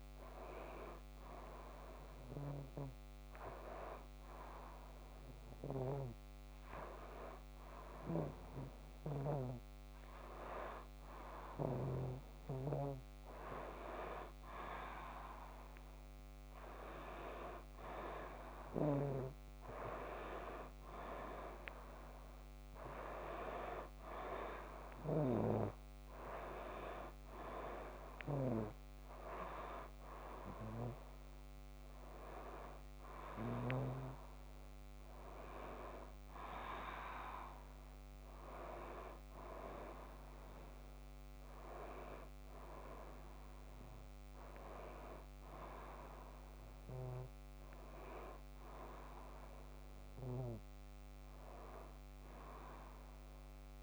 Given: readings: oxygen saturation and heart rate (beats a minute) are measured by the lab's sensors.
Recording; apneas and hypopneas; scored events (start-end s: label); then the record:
breathing in sleep by a microphone on the trachea; 1
2.50-15.00 s: hypopnea (oxygen 92% before, 89% lowest)
17.50-21.50 s: arousal
31.00-53.83 s: oxygen desaturation (device-marked, oxygen 93% before, 89% lowest)
From the record:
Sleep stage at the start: N2 (light sleep); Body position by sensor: on the back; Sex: female